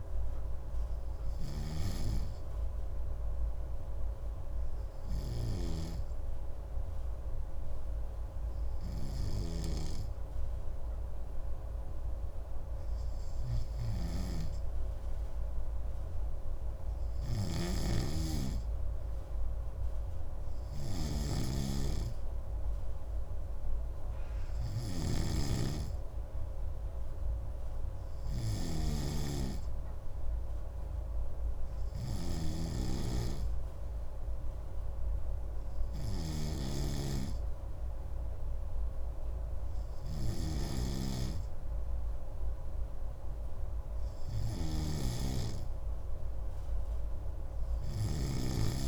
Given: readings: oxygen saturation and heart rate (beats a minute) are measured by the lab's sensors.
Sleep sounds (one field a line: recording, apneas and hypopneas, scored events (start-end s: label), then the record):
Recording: breathing in sleep by a room microphone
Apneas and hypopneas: 1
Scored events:
0.00-48.88 s: snoring (device-marked)
2.50-14.50 s: hypopnea (oxygen 97% before, 94% lowest, heart rate 73 before, 63 extreme, up 40 after)
17.00-20.50 s: arousal
From the record:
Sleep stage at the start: N2 (light sleep)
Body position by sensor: on the right side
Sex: male